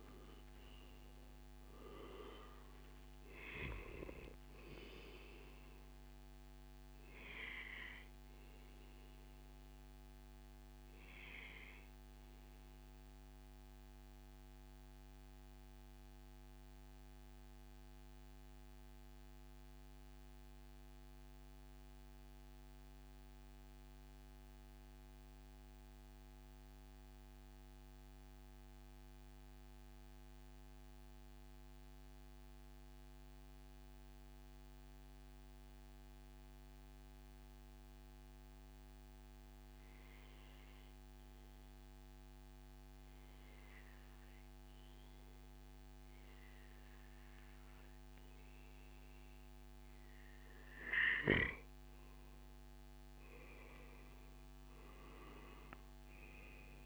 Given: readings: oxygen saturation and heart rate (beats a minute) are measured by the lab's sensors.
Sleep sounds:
breathing in sleep by a microphone on the trachea; 1
0.00-6.00 s: oxygen desaturation (device-marked, oxygen 90% lowest, heart rate 97 extreme)
8.00-14.00 s: oxygen desaturation (device-marked, oxygen 93% before, 90% lowest, heart rate 138 before, 102 extreme)
8.50-49.50 s: mixed apnea (oxygen 96% before, 90% lowest, heart rate 138 before, 88 extreme, up 24 after)
20.00-22.00 s: long interval between heartbeats (device-marked, heart rate 135 before, 102 extreme)
24.00-26.00 s: long interval between heartbeats (device-marked, heart rate 128 before, 102 extreme)
44.50-46.50 s: long interval between heartbeats (device-marked, heart rate 108 before, 99 extreme)
47.00-56.86 s: oxygen desaturation (device-marked, oxygen 98% before, 91% lowest, heart rate 107 before, 77 extreme)
52.00-56.50 s: arousal
From the record:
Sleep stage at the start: N2 (light sleep); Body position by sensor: on the back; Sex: male

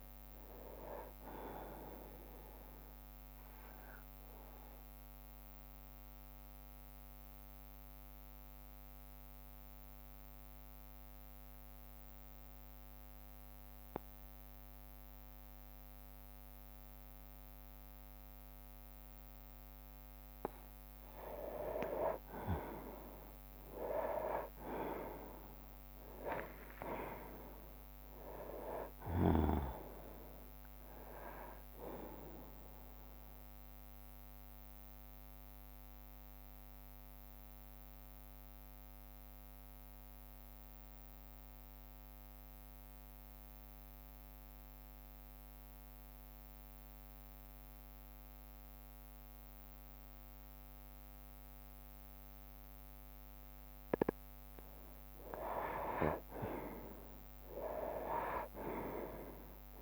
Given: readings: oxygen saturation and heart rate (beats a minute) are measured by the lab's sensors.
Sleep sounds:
breathing in sleep by a microphone on the trachea; 2
0.00-4.50 s: drop in pulse transit time (device-marked, heart rate 68 extreme)
0.00-14.50 s: oxygen desaturation (device-marked, oxygen 91% lowest, heart rate 58 extreme)
3.50-19.50 s: mixed apnea (oxygen 97% before, 90% lowest, heart rate 67 before, 58 extreme, up 9 after)
6.50-16.50 s: bradycardia (device-marked, heart rate 69 before, 58 extreme)
21.50-25.50 s: arousal
22.50-35.50 s: drop in pulse transit time (device-marked, heart rate 61 before, 63 extreme)
26.50-50.50 s: oxygen desaturation (device-marked, oxygen 98% before, 92% lowest, heart rate 60 before, 58 extreme)
33.50-54.50 s: obstructive apnea (oxygen 98% before, 90% lowest, heart rate 64 before, 58 extreme, up 13 after)
37.50-48.50 s: bradycardia (device-marked, heart rate 69 before, 58 extreme)
56.00-59.50 s: arousal
57.50-59.82 s: drop in pulse transit time (device-marked, heart rate 60 before, 66 extreme)
57.50-59.82 s: oxygen desaturation (device-marked, oxygen 97% before, 90% lowest, heart rate 60 before, 59 extreme)
From the record:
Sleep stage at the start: N2 (light sleep); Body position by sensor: on the right side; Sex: male

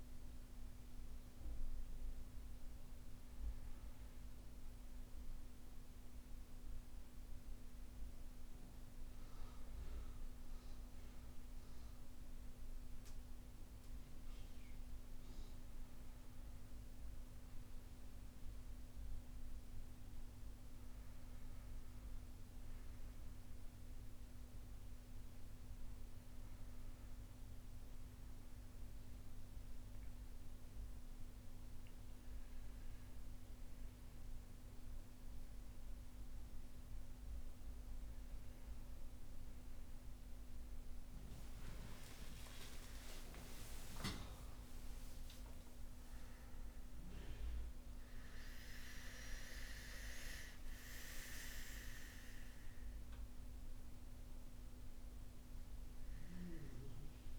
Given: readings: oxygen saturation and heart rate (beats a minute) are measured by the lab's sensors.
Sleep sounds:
breathing in sleep by a room microphone; none
41.50-46.00 s: arousal
From the record:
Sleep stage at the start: N1 (lightest sleep); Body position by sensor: on the right side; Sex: male

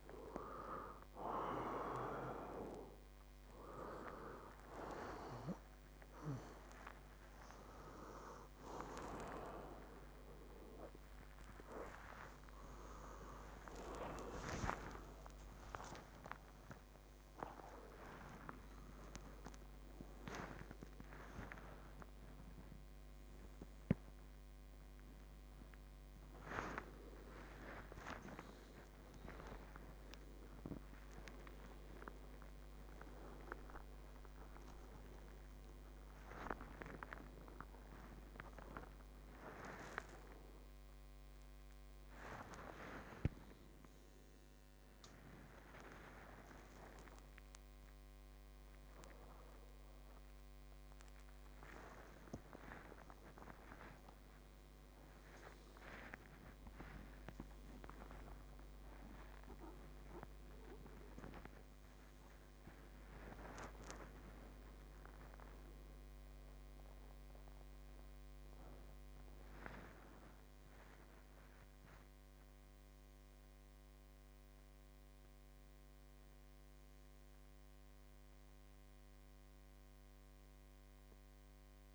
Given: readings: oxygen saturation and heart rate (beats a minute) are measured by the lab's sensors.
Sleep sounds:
a person awake in a sleep study, by a microphone on the trachea; none
74.50-79.50 s: oxygen desaturation (device-marked, oxygen 100% before, 98% lowest, heart rate 119 before, 98 extreme)
From the record:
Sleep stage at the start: awake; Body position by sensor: upright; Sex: male

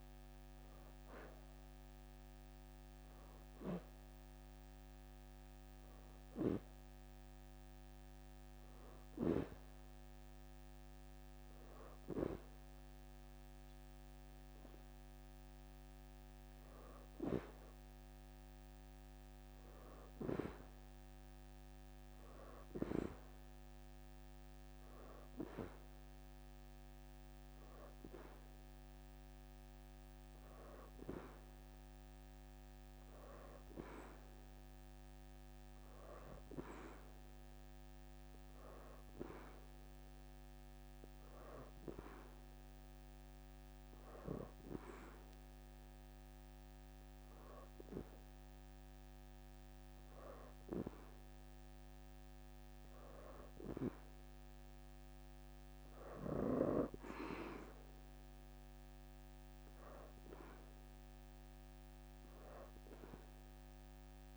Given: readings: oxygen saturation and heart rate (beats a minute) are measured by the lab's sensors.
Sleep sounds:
breathing in sleep by a microphone on the trachea; 1
4.00-9.00 s: leg movement (device-marked)
11.00-20.50 s: leg movement (device-marked)
22.00-27.00 s: leg movement (device-marked)
27.50-34.50 s: oxygen desaturation (device-marked, oxygen 93% before, 89% lowest, heart rate 82 before, 81 extreme)
43.00-54.00 s: hypopnea (oxygen 93% before, 86% lowest, heart rate 82 before, 81 extreme, up 3 after)
55.50-59.50 s: arousal
59.50-64.37 s: oxygen desaturation (device-marked, oxygen 91% before, 87% lowest, heart rate 83 before, 81 extreme)
From the record:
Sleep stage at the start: N2 (light sleep); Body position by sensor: on the back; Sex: female

